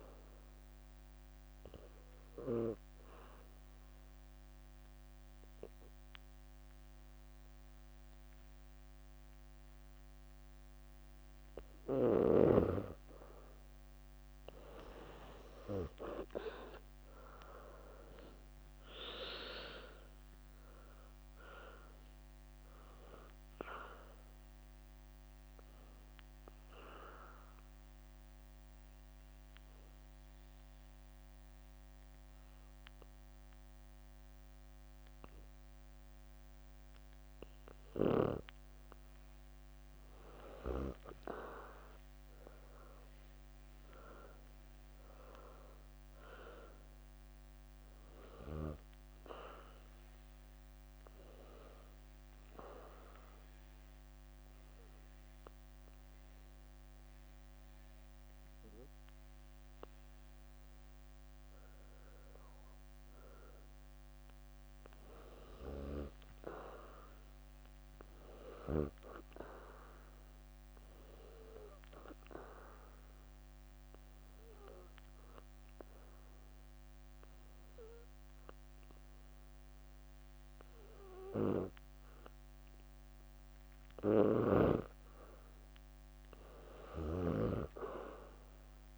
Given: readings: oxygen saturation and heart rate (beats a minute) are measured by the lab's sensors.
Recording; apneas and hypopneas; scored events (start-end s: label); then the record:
breathing in sleep by a microphone on the trachea; 4
0.00-2.50 s: leg movement (device-marked)
3.50-13.50 s: obstructive apnea (oxygen 95% before, 88% lowest, heart rate 66 before, 54 extreme, up 9 after)
5.00-12.50 s: leg movement (device-marked)
17.00-21.00 s: arousal
17.00-21.50 s: leg movement (device-marked)
19.00-42.00 s: oxygen desaturation (device-marked, oxygen 95% before, 88% lowest, heart rate 68 before, 54 extreme)
22.50-27.00 s: leg movement (device-marked)
24.00-31.00 s: bradycardia (device-marked, heart rate 67 before, 54 extreme)
25.00-37.00 s: obstructive apnea (oxygen 95% before, 88% lowest, heart rate 69 before, 57 extreme, up 16 after)
30.00-38.50 s: leg movement (device-marked)
40.50-49.50 s: leg movement (device-marked)
42.50-47.00 s: arousal
50.00-59.00 s: bradycardia (device-marked, heart rate 67 before, 57 extreme)
51.50-62.00 s: obstructive apnea (oxygen 98% before, 89% lowest, heart rate 66 before, 57 extreme, up 9 after)
52.50-60.00 s: leg movement (device-marked)
57.00-63.00 s: oxygen desaturation (device-marked, oxygen 97% before, 92% lowest, heart rate 66 before, 61 extreme)
63.00-68.50 s: leg movement (device-marked)
63.50-67.50 s: arousal
70.50-76.00 s: leg movement (device-marked)
72.50-83.50 s: obstructive apnea (oxygen 98% before, 89% lowest, heart rate 61 before, 59 extreme, up 7 after)
78.00-84.50 s: leg movement (device-marked)
86.00-88.98 s: arousal
86.00-88.98 s: leg movement (device-marked)
From the record:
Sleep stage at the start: N2 (light sleep); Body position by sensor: on the back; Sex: female